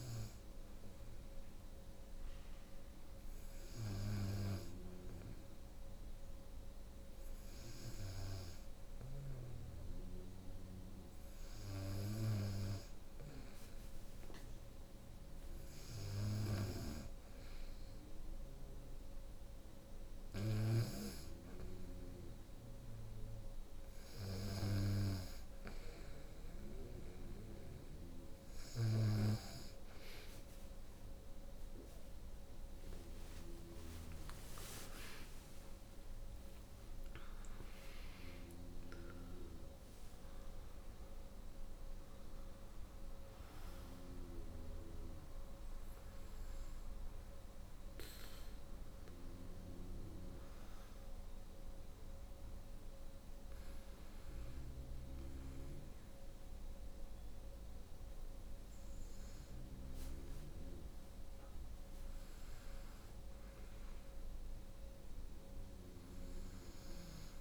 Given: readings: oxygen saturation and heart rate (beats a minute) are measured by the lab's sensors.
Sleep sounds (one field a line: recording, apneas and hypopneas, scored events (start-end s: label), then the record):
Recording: breathing in sleep by a room microphone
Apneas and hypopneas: 1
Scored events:
32.00-36.00 s: arousal
46.00-61.00 s: hypopnea (oxygen 89% before, 87% lowest, heart rate 71 before, 63 extreme, up 2 after)
64.00-67.41 s: arousal
66.00-67.41 s: snoring (device-marked)
From the record:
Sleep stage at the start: N2 (light sleep)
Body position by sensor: on the right side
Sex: female